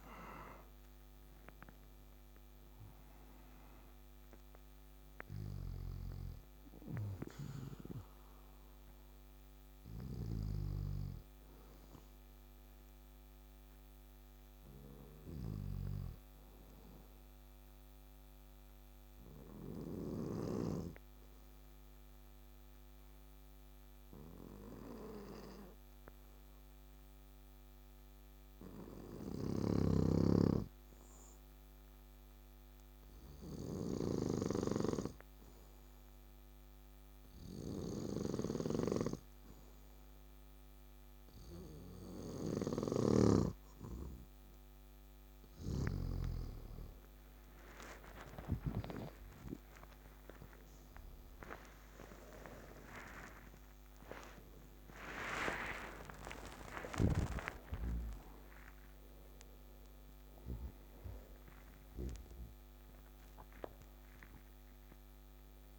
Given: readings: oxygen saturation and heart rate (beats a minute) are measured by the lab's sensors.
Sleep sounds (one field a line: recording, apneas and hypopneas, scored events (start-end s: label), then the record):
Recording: breathing in sleep by a microphone on the trachea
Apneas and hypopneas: 1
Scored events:
5.50-10.00 s: snoring (device-marked)
17.00-42.50 s: obstructive apnea (oxygen 97% before, 94% lowest, heart rate 69 before, 57 extreme, up 9 after)
29.00-43.00 s: snoring (device-marked)
40.50-63.50 s: oxygen desaturation (device-marked, oxygen 99% before, 94% lowest, heart rate 60 before, 58 extreme)
45.00-48.50 s: snoring (device-marked)
48.00-53.50 s: arousal
From the record:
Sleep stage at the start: N2 (light sleep)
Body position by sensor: on the back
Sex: male